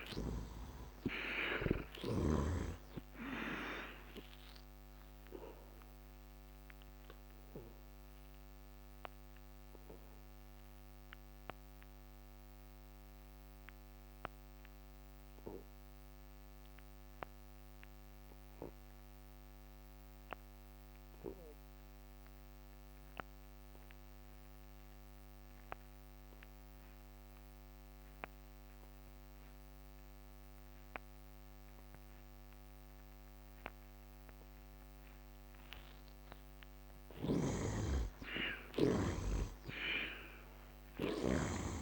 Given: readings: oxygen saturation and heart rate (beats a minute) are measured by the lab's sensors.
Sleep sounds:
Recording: breathing in sleep by a microphone on the trachea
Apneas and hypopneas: 1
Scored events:
0.00-1.50 s: arousal
0.00-14.50 s: oxygen desaturation (device-marked, oxygen 59% lowest, heart rate 69 extreme)
5.50-35.00 s: obstructive apnea (oxygen 90% before, 56% lowest, heart rate 79 before, 69 extreme, up 18 after)
24.50-41.82 s: oxygen desaturation (device-marked, oxygen 97% before, 61% lowest, heart rate 77 before, 70 extreme)
36.50-41.00 s: snoring (device-marked)
37.50-40.50 s: arousal
From the record:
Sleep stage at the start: N2 (light sleep)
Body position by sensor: on the back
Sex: male

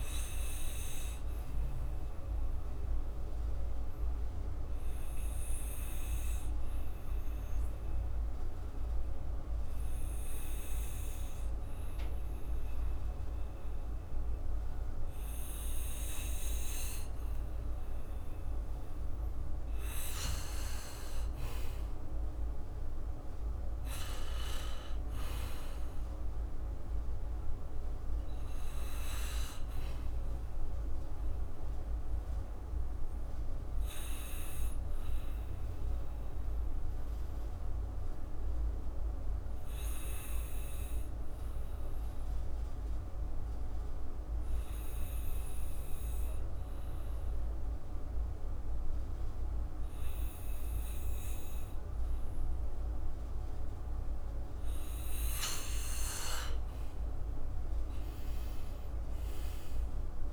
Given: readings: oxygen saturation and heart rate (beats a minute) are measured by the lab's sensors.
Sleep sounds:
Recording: breathing in sleep, hard to hear, by a room microphone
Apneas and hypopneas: 2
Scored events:
0.00-13.50 s: oxygen desaturation (device-marked, oxygen 93% lowest, heart rate 61 extreme)
1.50-19.50 s: obstructive apnea (oxygen 99% before, 90% lowest, heart rate 64 before, 61 extreme, up 6 after)
21.50-25.50 s: arousal
21.50-26.50 s: oxygen desaturation (device-marked, oxygen 96% before, 94% lowest, heart rate 63 before, 61 extreme)
30.50-55.50 s: obstructive apnea (oxygen 96% before, 90% lowest, heart rate 65 before, 58 extreme, up 3 after)
34.50-46.50 s: oxygen desaturation (device-marked, oxygen 94% before, 91% lowest, heart rate 66 before, 61 extreme)
56.50-60.33 s: oxygen desaturation (device-marked, oxygen 98% before, 95% lowest, heart rate 62 before, 58 extreme)
57.50-60.33 s: arousal
From the record:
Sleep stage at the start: N2 (light sleep)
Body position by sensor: on the back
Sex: male

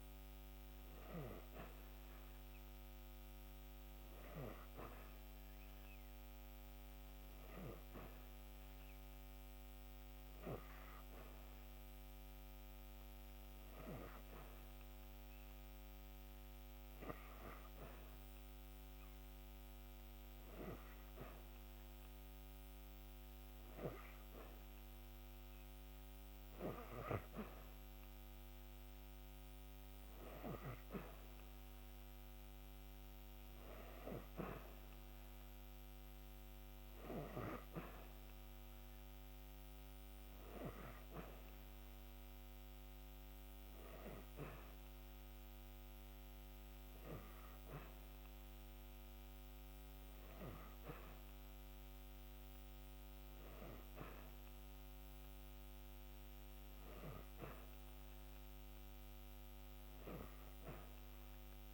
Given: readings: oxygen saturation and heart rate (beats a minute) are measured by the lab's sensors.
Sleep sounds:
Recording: breathing in sleep by a microphone on the trachea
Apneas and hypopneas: none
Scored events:
none scored
From the record:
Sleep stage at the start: N2 (light sleep)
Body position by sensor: on the back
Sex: female

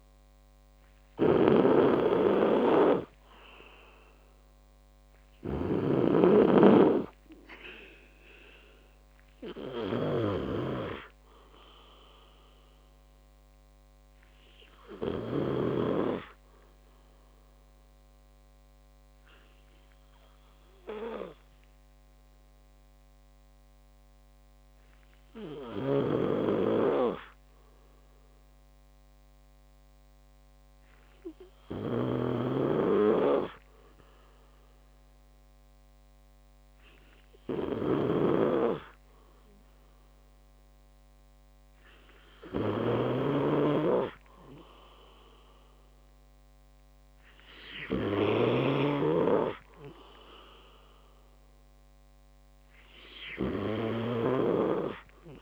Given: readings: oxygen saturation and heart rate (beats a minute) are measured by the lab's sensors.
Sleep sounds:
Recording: breathing in sleep by a microphone on the trachea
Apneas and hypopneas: none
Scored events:
0.00-15.50 s: snoring (device-marked)
21.50-27.50 s: tachycardia (device-marked)
26.00-55.42 s: snoring (device-marked)
43.50-53.50 s: oxygen desaturation (device-marked, oxygen 97% before, 93% lowest)
From the record:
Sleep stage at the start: N2 (light sleep)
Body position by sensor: on the back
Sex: male

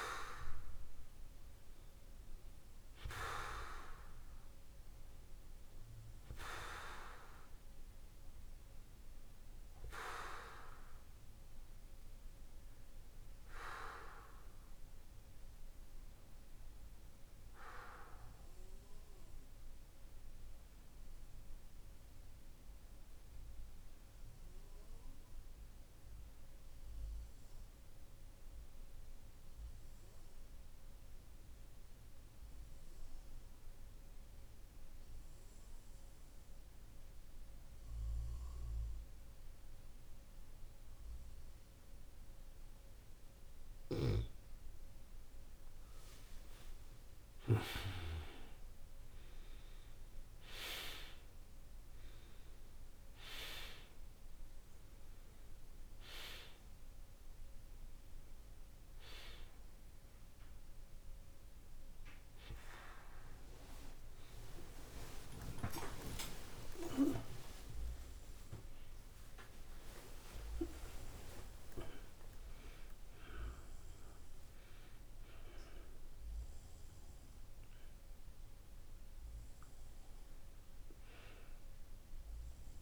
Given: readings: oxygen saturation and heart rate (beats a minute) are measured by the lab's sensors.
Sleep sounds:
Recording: a person partly awake in a sleep study, by a room microphone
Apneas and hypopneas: 1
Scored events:
16.00-44.00 s: mixed apnea (oxygen 93% before, 92% lowest, heart rate 52 before, 47 extreme, up 9 after)
43.50-69.50 s: oxygen desaturation (device-marked, oxygen 97% before, 93% lowest, heart rate 48 before, 50 extreme)
58.50-82.82 s: new sleep stage, awake
From the record:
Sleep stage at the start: REM sleep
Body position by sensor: on the back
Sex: male

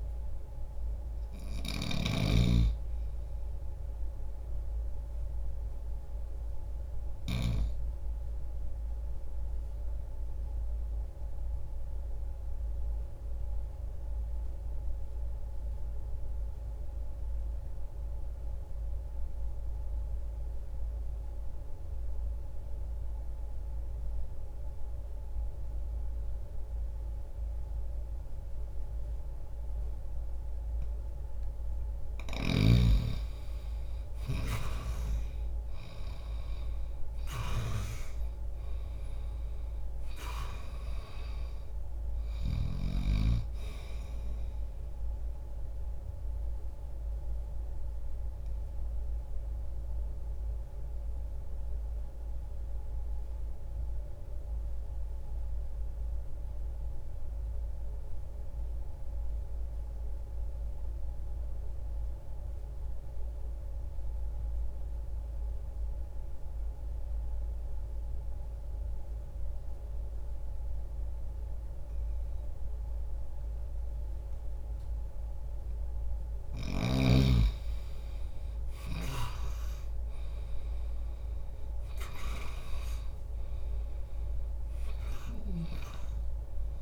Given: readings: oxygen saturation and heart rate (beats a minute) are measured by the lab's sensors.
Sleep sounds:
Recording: breathing in sleep by a room microphone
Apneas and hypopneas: 2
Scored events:
0.00-33.00 s: oxygen desaturation (device-marked, oxygen 82% lowest, heart rate 60 extreme)
5.00-31.00 s: obstructive apnea (oxygen 96% before, 82% lowest, heart rate 60 before, 60 extreme, up 0 after)
34.00-38.00 s: arousal
42.00-70.00 s: oxygen desaturation (device-marked, oxygen 95% before, 82% lowest, heart rate 60 before, 60 extreme)
45.50-75.00 s: obstructive apnea (oxygen 95% before, 79% lowest, heart rate 60 before, 60 extreme, up 10 after)
75.00-86.00 s: oxygen desaturation (device-marked, oxygen 96% before, 89% lowest, heart rate 60 before, 60 extreme)
78.50-83.00 s: arousal
From the record:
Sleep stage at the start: N2 (light sleep)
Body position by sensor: on the back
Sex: male

